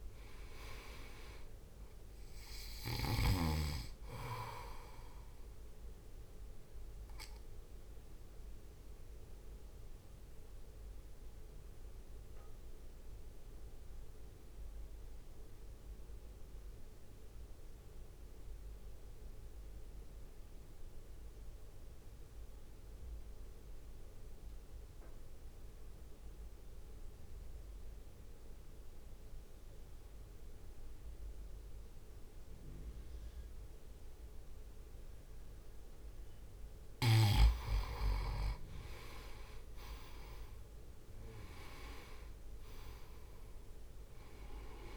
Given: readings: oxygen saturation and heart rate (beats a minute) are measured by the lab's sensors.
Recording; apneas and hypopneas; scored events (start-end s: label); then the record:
breathing in sleep by a room microphone; 1
0.00-7.50 s: oxygen desaturation (device-marked, oxygen 90% lowest, heart rate 51 extreme)
0.00-11.50 s: drop in pulse transit time (device-marked, heart rate 51 extreme)
5.50-37.00 s: mixed apnea (oxygen 97% before, 88% lowest, heart rate 62 before, 52 extreme, up 2 after)
12.50-26.50 s: oxygen desaturation (device-marked, oxygen 94% before, 88% lowest, heart rate 59 before, 53 extreme)
38.50-44.97 s: oxygen desaturation (device-marked, oxygen 97% before, 89% lowest, heart rate 60 before, 52 extreme)
39.00-42.50 s: arousal
43.50-44.97 s: drop in pulse transit time (device-marked, heart rate 61 before, 52 extreme)
From the record:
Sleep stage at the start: N2 (light sleep); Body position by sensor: on the right side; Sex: male